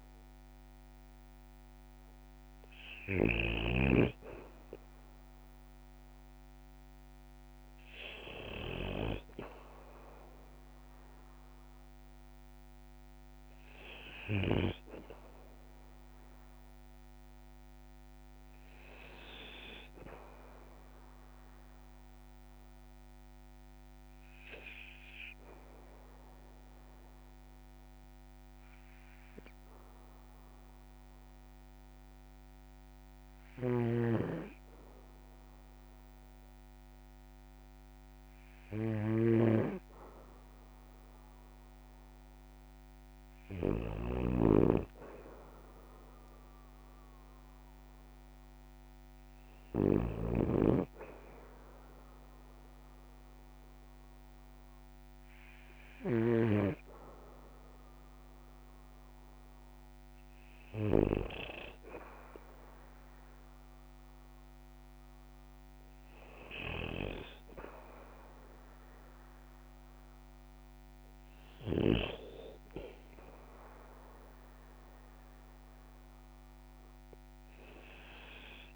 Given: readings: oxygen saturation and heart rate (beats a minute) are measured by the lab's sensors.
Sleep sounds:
breathing in sleep by a microphone on the trachea; 1
0.00-3.50 s: snoring (device-marked)
16.50-29.50 s: oxygen desaturation (device-marked, oxygen 96% before, 92% lowest, heart rate 58 before, 56 extreme)
22.00-37.50 s: obstructive apnea (oxygen 97% before, 92% lowest, heart rate 58 before, 56 extreme, up 3 after)
33.00-56.00 s: snoring (device-marked)
37.50-41.50 s: arousal
54.50-70.50 s: oxygen desaturation (device-marked, oxygen 97% before, 92% lowest, heart rate 61 before, 58 extreme)
73.50-76.50 s: arousal
From the record:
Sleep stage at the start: N2 (light sleep); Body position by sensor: on the back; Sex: male

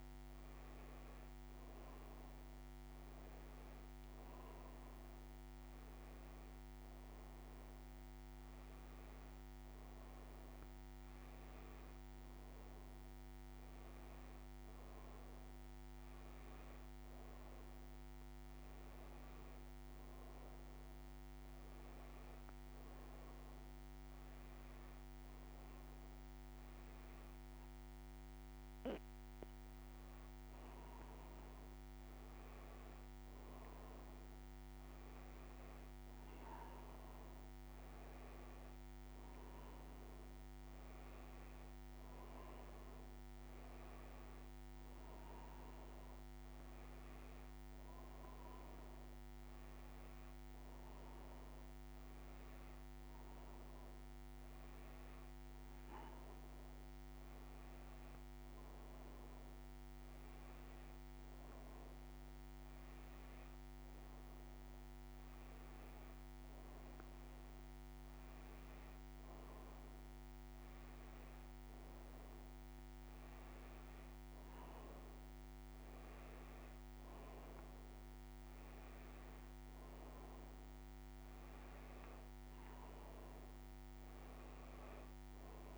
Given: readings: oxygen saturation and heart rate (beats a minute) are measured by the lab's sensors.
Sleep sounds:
breathing in sleep, hard to hear, by a microphone on the trachea; none
none scored
From the record:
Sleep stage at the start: N2 (light sleep); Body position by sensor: on the back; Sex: female

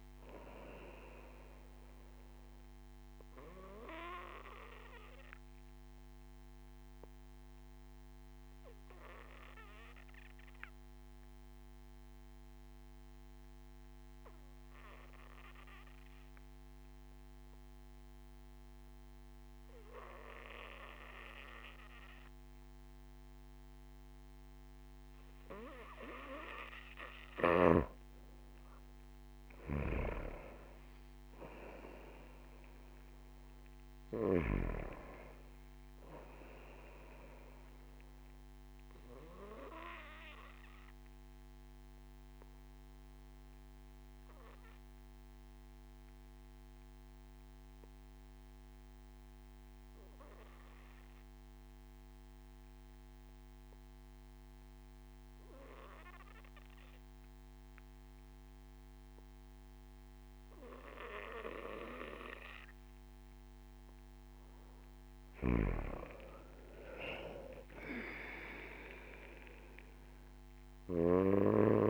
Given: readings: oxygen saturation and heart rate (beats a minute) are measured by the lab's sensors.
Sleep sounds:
breathing in sleep by a microphone on the trachea; 2
0.00-13.50 s: oxygen desaturation (device-marked, oxygen 92% lowest)
4.50-27.00 s: obstructive apnea (oxygen 97% before, 92% lowest)
25.50-50.50 s: oxygen desaturation (device-marked, oxygen 97% before, 92% lowest)
28.50-33.50 s: arousal
30.00-35.00 s: snoring (device-marked)
40.50-63.50 s: obstructive apnea (oxygen 97% before, 92% lowest)
63.50-71.90 s: oxygen desaturation (device-marked, oxygen 97% before, 93% lowest)
65.00-69.00 s: arousal
From the record:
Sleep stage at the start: N2 (light sleep); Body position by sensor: on the back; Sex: male

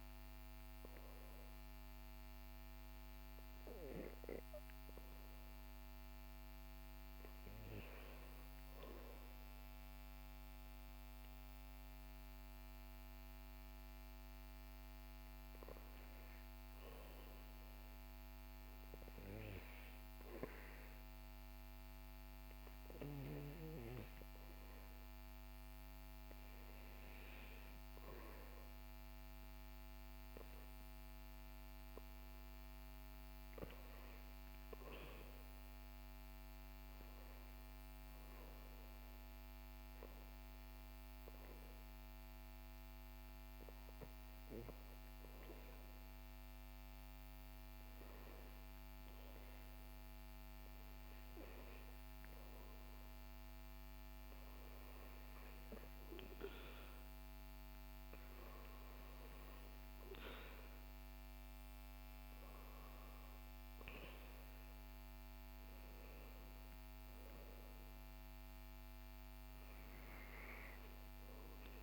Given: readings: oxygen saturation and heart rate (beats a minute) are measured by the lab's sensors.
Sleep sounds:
breathing in sleep by a microphone on the trachea; 1
19.00-31.50 s: hypopnea (oxygen 97% before, 96% lowest, heart rate 59 before, 58 extreme, up 7 after)
34.50-38.50 s: arousal
From the record:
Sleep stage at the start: REM sleep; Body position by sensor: on the back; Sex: male

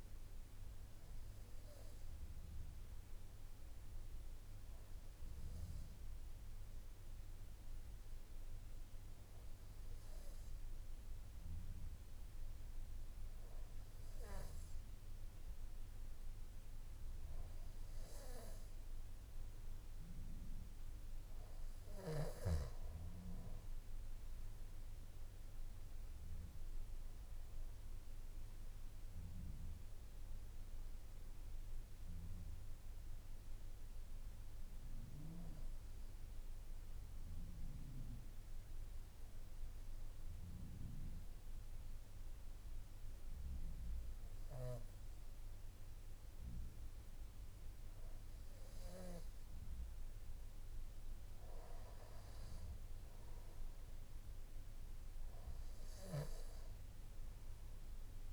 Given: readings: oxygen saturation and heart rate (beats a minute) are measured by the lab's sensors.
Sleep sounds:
breathing in sleep by a room microphone; 1
38.00-50.50 s: obstructive apnea (oxygen 96% before, 93% lowest, heart rate 55 before, 52 extreme, up 3 after)
From the record:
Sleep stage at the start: N3 (deep sleep); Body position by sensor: on the back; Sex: male

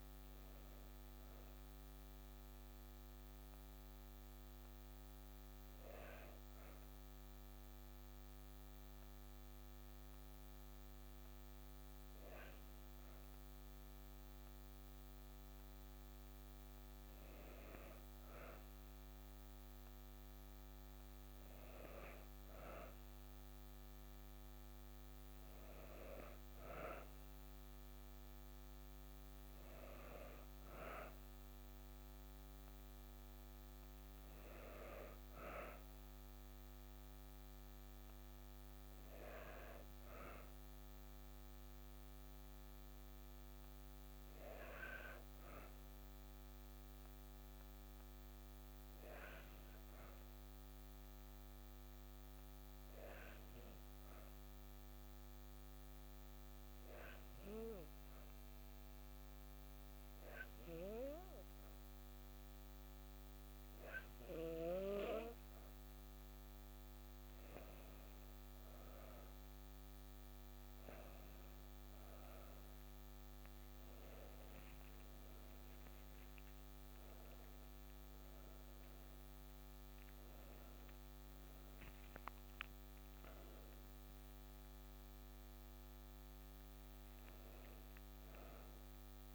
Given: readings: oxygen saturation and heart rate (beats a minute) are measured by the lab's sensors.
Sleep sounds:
breathing in sleep by a microphone on the trachea; 2
1.00-15.50 s: hypopnea (oxygen 95% before, 94% lowest, heart rate 58 before, 55 extreme, up 1 after)
18.00-22.00 s: arousal
46.50-50.50 s: arousal
53.00-66.50 s: hypopnea (oxygen 96% before, 92% lowest, heart rate 55 before, 56 extreme, up 3 after)
72.50-77.50 s: arousal
From the record:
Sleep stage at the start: N2 (light sleep); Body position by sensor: on the back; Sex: female

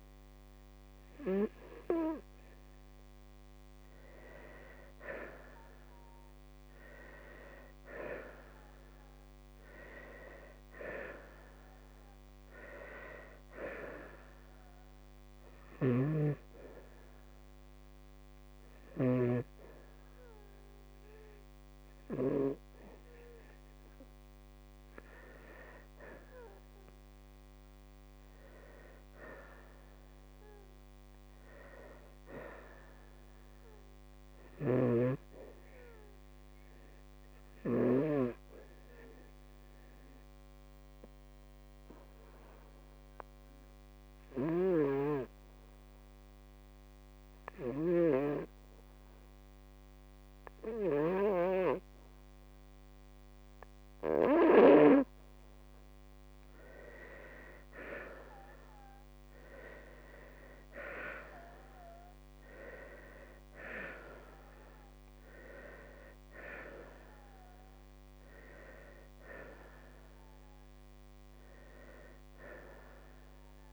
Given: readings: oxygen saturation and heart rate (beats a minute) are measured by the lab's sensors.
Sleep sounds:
breathing in sleep by a microphone on the trachea; 2
11.50-15.00 s: arousal
15.00-19.00 s: snoring (device-marked)
18.00-28.00 s: hypopnea (oxygen 96% before, 92% lowest, heart rate 58 before, 53 extreme, up 2 after)
30.00-33.50 s: arousal
30.50-54.50 s: oxygen desaturation (device-marked, oxygen 96% before, 92% lowest, heart rate 58 before, 53 extreme)
40.50-55.00 s: obstructive apnea (oxygen 96% before, 90% lowest, heart rate 57 before, 53 extreme, up 7 after)
56.50-60.50 s: arousal
From the record:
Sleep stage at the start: N2 (light sleep); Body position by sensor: on the right side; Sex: female

